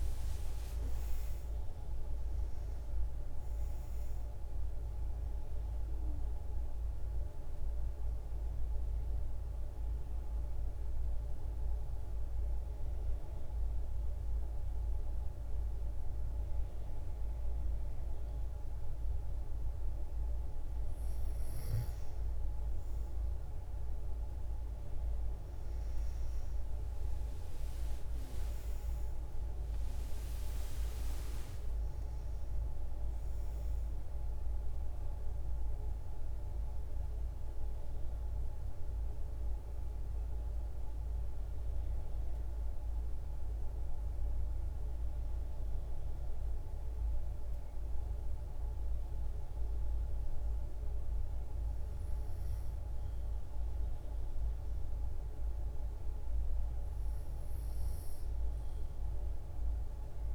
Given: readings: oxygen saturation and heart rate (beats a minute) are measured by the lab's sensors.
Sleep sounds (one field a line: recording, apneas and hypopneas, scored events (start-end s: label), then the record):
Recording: breathing in sleep, hard to hear, by a room microphone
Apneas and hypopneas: 1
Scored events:
0.00-2.00 s: arousal
5.50-20.50 s: mixed apnea (oxygen 96% before, 93% lowest, heart rate 69 before, 60 extreme, up 7 after)
23.50-41.50 s: oxygen desaturation (device-marked, oxygen 97% before, 93% lowest, heart rate 68 before, 59 extreme)
27.00-31.50 s: arousal
From the record:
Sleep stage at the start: N2 (light sleep)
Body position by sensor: on the back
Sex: female